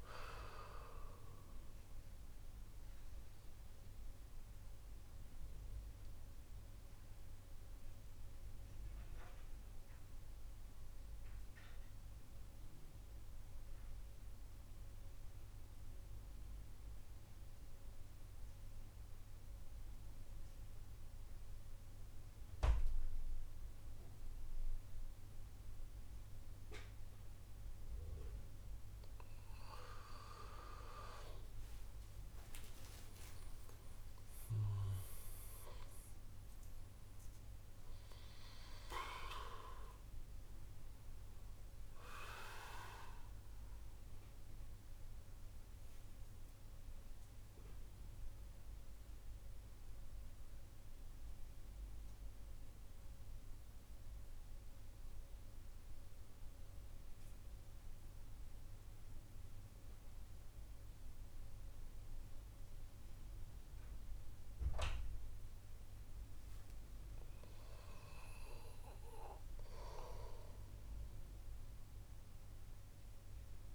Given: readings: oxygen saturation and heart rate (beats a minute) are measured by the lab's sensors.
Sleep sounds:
breathing in sleep by a room microphone; 2
0.00-14.50 s: oxygen desaturation (device-marked, oxygen 88% lowest, heart rate 59 extreme)
5.00-30.00 s: mixed apnea (oxygen 96% before, 89% lowest, heart rate 66 before, 57 extreme, up 25 after)
32.00-36.50 s: arousal
43.50-53.50 s: oxygen desaturation (device-marked, oxygen 98% before, 94% lowest, heart rate 72 before, 57 extreme)
49.50-66.50 s: central apnea (oxygen 99% before, 87% lowest, heart rate 70 before, 58 extreme, up 9 after)
67.50-70.50 s: arousal
From the record:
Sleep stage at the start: N2 (light sleep); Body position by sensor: on the right side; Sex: male

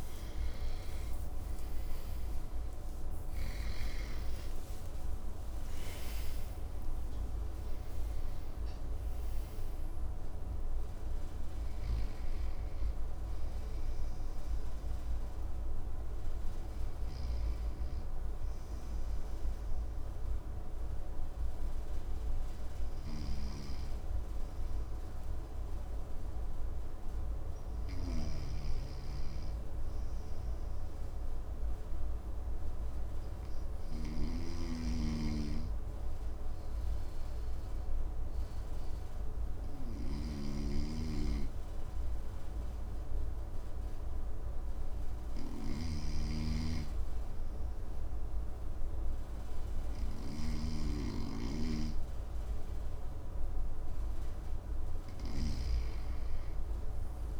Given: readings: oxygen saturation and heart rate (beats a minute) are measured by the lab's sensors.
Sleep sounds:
breathing in sleep by a room microphone; 1
0.00-3.50 s: snoring (device-marked)
0.00-4.00 s: arousal
22.50-57.40 s: snoring (device-marked)
25.00-51.00 s: hypopnea (oxygen 99% before, 96% lowest, heart rate 74 before, 59 extreme, up 2 after)
55.00-57.40 s: arousal
From the record:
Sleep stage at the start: REM sleep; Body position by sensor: on the right side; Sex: male

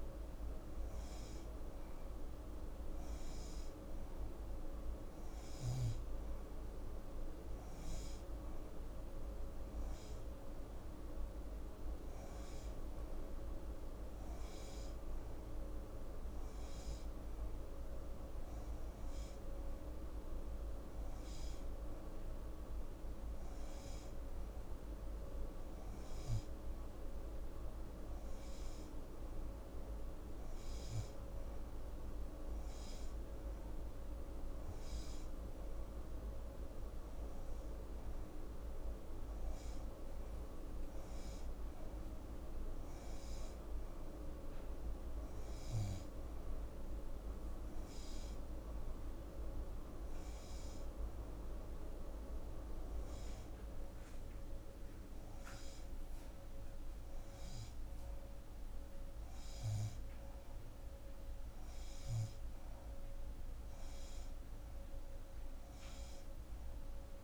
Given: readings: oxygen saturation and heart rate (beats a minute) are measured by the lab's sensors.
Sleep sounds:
breathing in sleep by a room microphone; none
none scored
From the record:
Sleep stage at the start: N2 (light sleep); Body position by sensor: on the left side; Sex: female

